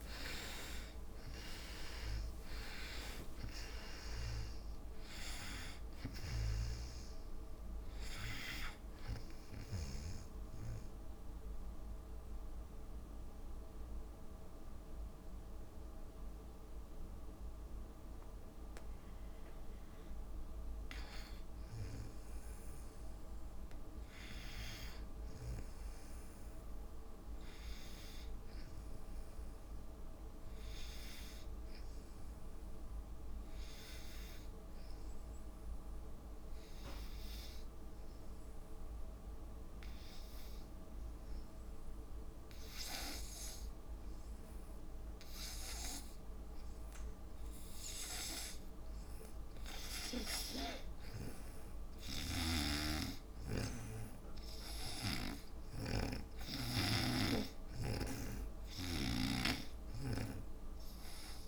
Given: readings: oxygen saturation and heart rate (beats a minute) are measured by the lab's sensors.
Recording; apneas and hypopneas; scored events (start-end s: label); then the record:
breathing in sleep by a room microphone; 2
0.00-5.00 s: tachycardia (device-marked, heart rate 169 extreme)
0.00-22.00 s: oxygen desaturation (device-marked, oxygen 70% lowest, heart rate 56 extreme)
1.00-11.00 s: drop in pulse transit time (device-marked, heart rate 73 before, 67 extreme)
1.50-3.50 s: long interval between heartbeats (device-marked, heart rate 73 before, 153 extreme)
3.50-5.50 s: long interval between heartbeats (device-marked, heart rate 83 before, 155 extreme)
6.00-10.00 s: snoring (device-marked)
9.50-20.50 s: obstructive apnea (oxygen 97% before, 70% lowest, heart rate 105 before, 56 extreme, up 4 after)
24.50-27.50 s: arousal
33.00-48.00 s: obstructive apnea (oxygen 99% before, 81% lowest, heart rate 59 before, 58 extreme, up 11 after)
46.00-61.47 s: oxygen desaturation (device-marked, oxygen 96% before, 81% lowest, heart rate 59 before, 68 extreme)
50.00-53.00 s: arousal
52.00-55.50 s: snoring (device-marked)
57.50-61.47 s: snoring (device-marked)
From the record:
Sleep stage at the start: N2 (light sleep); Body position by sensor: on the back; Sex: female